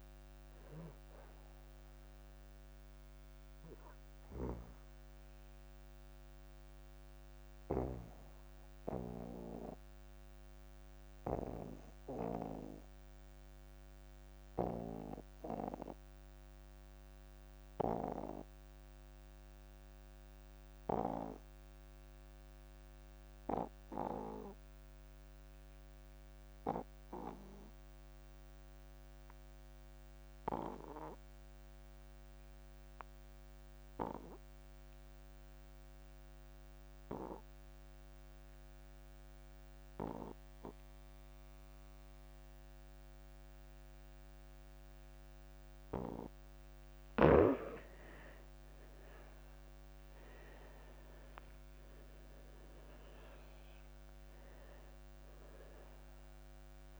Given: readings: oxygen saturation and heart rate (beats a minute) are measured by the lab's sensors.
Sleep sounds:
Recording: breathing in sleep by a microphone on the trachea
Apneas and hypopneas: 1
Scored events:
0.00-17.00 s: oxygen desaturation (device-marked, oxygen 79% lowest)
4.50-46.50 s: obstructive apnea (oxygen 99% before, 74% lowest)
30.00-57.00 s: oxygen desaturation (device-marked, oxygen 99% before, 74% lowest)
49.00-53.50 s: arousal
From the record:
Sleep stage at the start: N2 (light sleep)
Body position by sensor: on the back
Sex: male

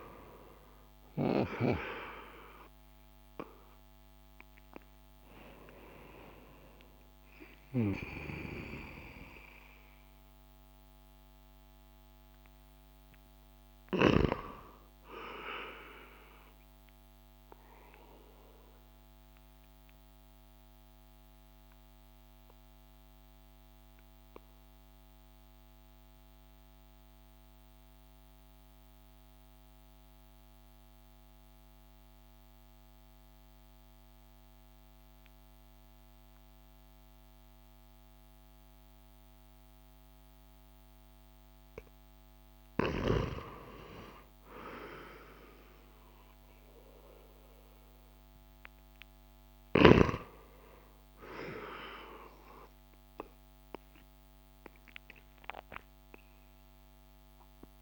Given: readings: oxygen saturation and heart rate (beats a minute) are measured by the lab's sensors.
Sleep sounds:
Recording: breathing in sleep by a microphone on the trachea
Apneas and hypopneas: 1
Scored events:
16.50-41.00 s: obstructive apnea (oxygen 95% before, 91% lowest)
43.50-47.50 s: arousal
47.50-57.82 s: oxygen desaturation (device-marked, oxygen 97% before, 93% lowest)
From the record:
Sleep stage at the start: N2 (light sleep)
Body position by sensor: on the back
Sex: male

